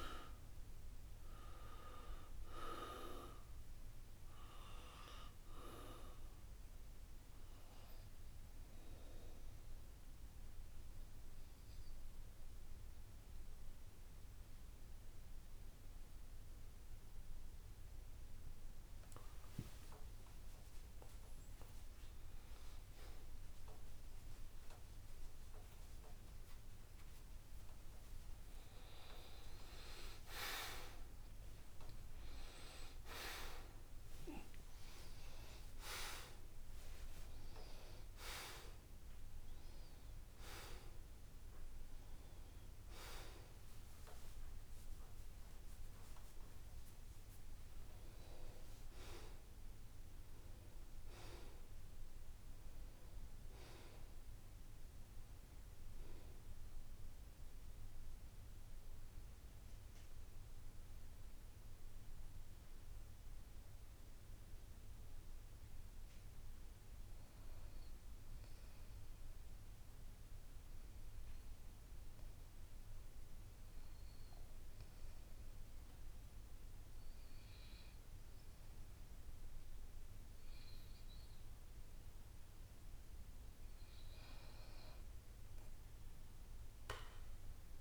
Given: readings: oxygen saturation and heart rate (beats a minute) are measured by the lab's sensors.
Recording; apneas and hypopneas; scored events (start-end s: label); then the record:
a person partly awake in a sleep study, by a room microphone; 1
0.00-16.50 s: oxygen desaturation (device-marked, oxygen 81% lowest, heart rate 68 extreme)
6.50-21.50 s: obstructive apnea (oxygen 95% before, 81% lowest, heart rate 73 before, 70 extreme)
13.50-43.50 s: new sleep stage, awake
20.00-22.00 s: long interval between heartbeats (device-marked, heart rate 71 before, 82 extreme)
23.00-25.00 s: long interval between heartbeats (device-marked, heart rate 75 before, 146 extreme)
25.00-27.00 s: long interval between heartbeats (device-marked, heart rate 84 before, 178 extreme)
28.00-30.00 s: long interval between heartbeats (device-marked, heart rate 100 before, 159 extreme)
34.50-36.50 s: long interval between heartbeats (device-marked, heart rate 123 before, 93 extreme)
43.50-73.50 s: new sleep stage, N1 (lightest sleep)
44.00-46.00 s: long interval between heartbeats (device-marked, heart rate 121 before, 86 extreme)
44.50-50.50 s: oxygen desaturation (device-marked, oxygen 94% before, 91% lowest, heart rate 117 before, 60 extreme)
47.00-49.00 s: long interval between heartbeats (device-marked, heart rate 109 before, 135 extreme)
71.50-73.50 s: bradycardia (device-marked, heart rate 75 before, 61 extreme)
73.50-87.81 s: new sleep stage, N2 (light sleep)
74.50-87.81 s: oxygen desaturation (device-marked, oxygen 95% before, 87% lowest, heart rate 64 before, 68 extreme)
79.50-81.50 s: long interval between heartbeats (device-marked, heart rate 65 before, 105 extreme)
From the record:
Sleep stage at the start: N2 (light sleep); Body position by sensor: on the back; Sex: male